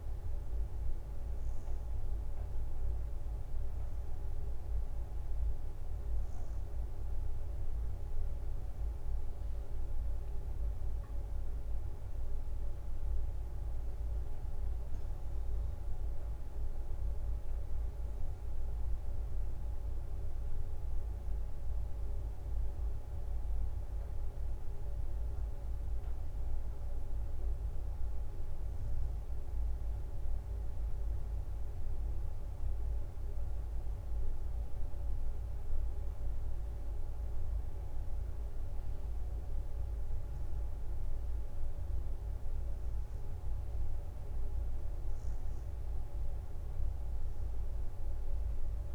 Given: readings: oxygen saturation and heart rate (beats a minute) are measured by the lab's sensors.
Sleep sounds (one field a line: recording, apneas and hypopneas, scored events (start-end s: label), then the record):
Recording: breathing in sleep, hard to hear, by a room microphone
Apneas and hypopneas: none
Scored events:
13.00-17.50 s: arousal
14.00-15.50 s: leg movement (device-marked)
From the record:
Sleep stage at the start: N2 (light sleep)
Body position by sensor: on the right side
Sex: female